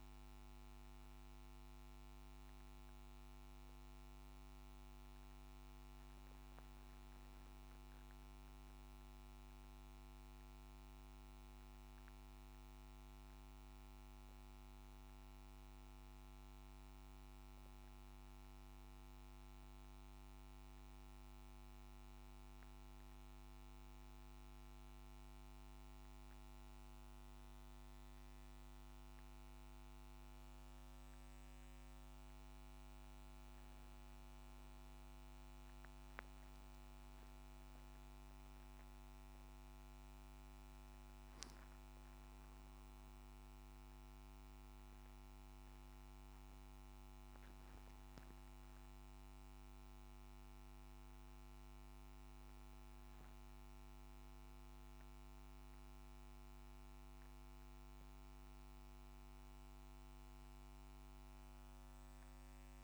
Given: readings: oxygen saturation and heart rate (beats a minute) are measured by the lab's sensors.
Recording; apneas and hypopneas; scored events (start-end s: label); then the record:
breathing in sleep, hard to hear, by a microphone on the trachea; none
39.50-43.00 s: arousal
From the record:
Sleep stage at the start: N1 (lightest sleep); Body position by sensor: on the back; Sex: male